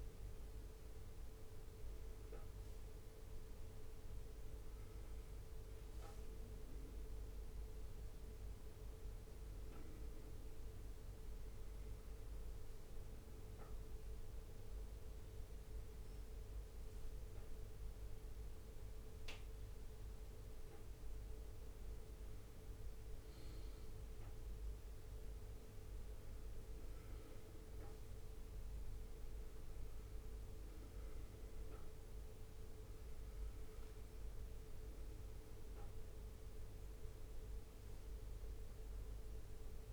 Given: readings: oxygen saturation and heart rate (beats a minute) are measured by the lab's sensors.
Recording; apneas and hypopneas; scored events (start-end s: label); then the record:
breathing in sleep, hard to hear, by a room microphone; 1
6.00-8.00 s: leg movement (device-marked)
9.50-21.00 s: obstructive apnea (oxygen 99% before, 92% lowest, heart rate 66 before, 65 extreme, up 3 after)
23.00-24.50 s: leg movement (device-marked)
23.50-27.00 s: arousal
From the record:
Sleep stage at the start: N2 (light sleep); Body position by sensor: on the back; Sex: male